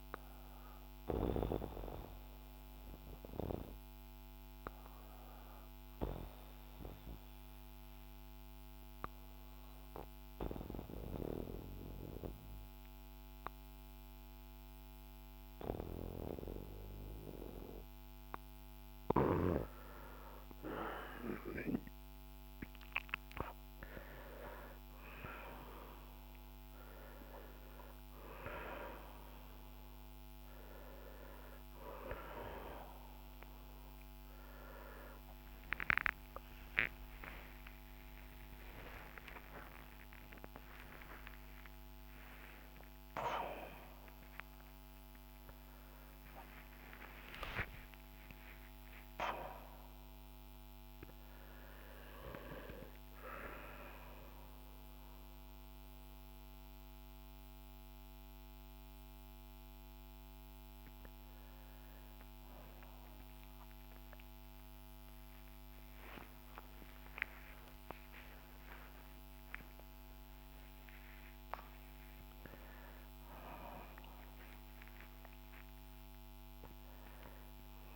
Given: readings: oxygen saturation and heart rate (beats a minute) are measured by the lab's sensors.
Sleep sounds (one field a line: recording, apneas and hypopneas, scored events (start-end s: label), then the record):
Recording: a person awake in a sleep study, by a microphone on the trachea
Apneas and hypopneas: 1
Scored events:
1.50-21.50 s: obstructive apnea (oxygen 97% before, 90% lowest, heart rate 57 before, 46 extreme, up 6 after)
30.00-77.96 s: new sleep stage, awake
From the record:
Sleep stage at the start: N2 (light sleep)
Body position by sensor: on the back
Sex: male